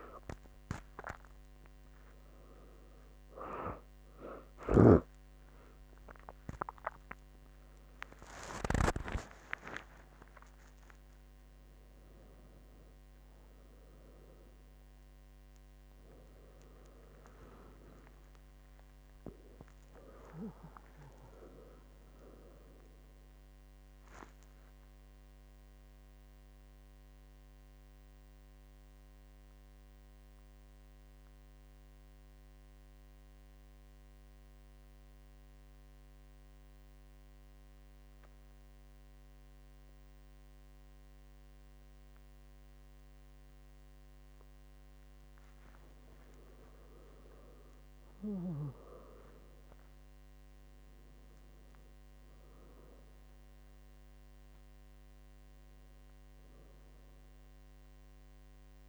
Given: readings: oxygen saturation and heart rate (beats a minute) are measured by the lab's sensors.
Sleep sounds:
breathing in sleep by a microphone on the trachea; 1
0.00-5.00 s: arousal
24.50-45.50 s: mixed apnea (oxygen 98% before, 95% lowest, heart rate 93 before, 67 extreme, up 48 after)
44.00-58.88 s: new sleep stage, N2 (light sleep)
47.00-51.50 s: arousal
50.00-58.88 s: oxygen desaturation (device-marked, oxygen 99% before, 95% lowest, heart rate 76 before, 68 extreme)
From the record:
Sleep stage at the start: N1 (lightest sleep); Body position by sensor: on the back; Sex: female

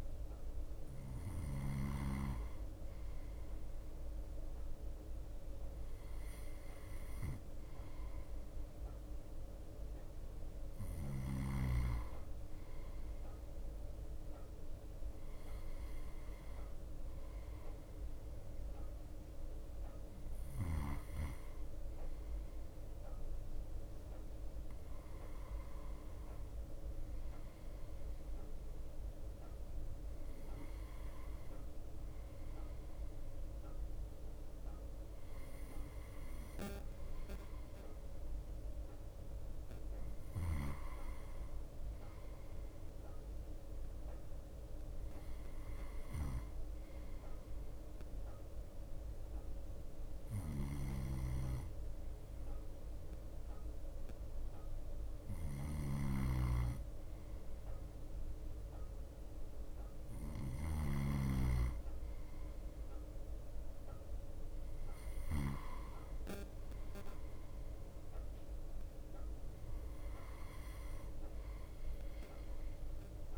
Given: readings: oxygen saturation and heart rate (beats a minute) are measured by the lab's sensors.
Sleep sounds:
breathing in sleep by a room microphone; none
0.00-2.00 s: snoring (device-marked)
0.00-73.37 s: bradycardia (device-marked, heart rate 54 extreme)
50.50-66.00 s: snoring (device-marked)
From the record:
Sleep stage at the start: N2 (light sleep); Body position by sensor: on the right side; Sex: male

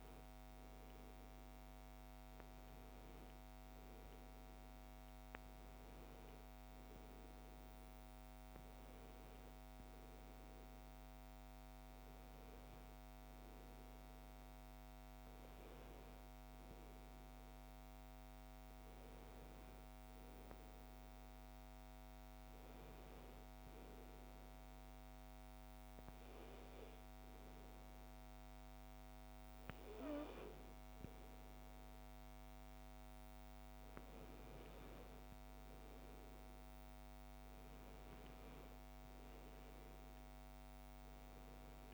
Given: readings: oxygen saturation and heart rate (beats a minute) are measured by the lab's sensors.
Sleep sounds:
a person awake in a sleep study, hard to hear, by a microphone on the trachea; none
none scored
From the record:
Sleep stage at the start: awake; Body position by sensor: on the back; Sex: female

